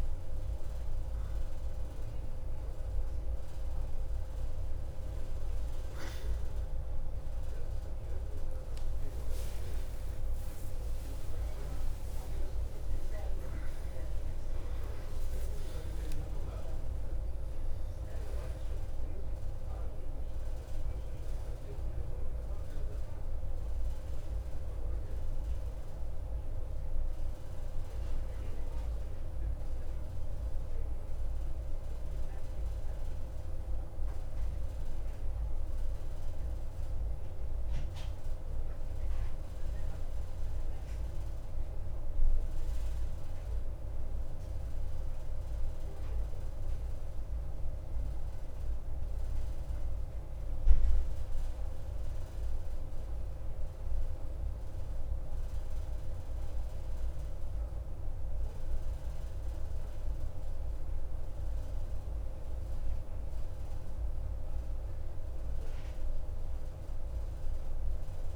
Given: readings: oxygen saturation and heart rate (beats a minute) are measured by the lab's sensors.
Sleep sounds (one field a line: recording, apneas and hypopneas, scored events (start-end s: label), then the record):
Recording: breathing in sleep, hard to hear, by a room microphone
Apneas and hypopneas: 1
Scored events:
0.00-20.00 s: oxygen desaturation (device-marked, oxygen 89% lowest, heart rate 54 extreme)
6.00-13.00 s: tachycardia (device-marked, heart rate 54 before, 132 extreme)
9.50-15.00 s: arousal
34.50-61.00 s: mixed apnea (oxygen 93% before, 91% lowest, heart rate 72 before, 52 extreme, up 3 after)
From the record:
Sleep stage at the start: N2 (light sleep)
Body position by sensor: on the right side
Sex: male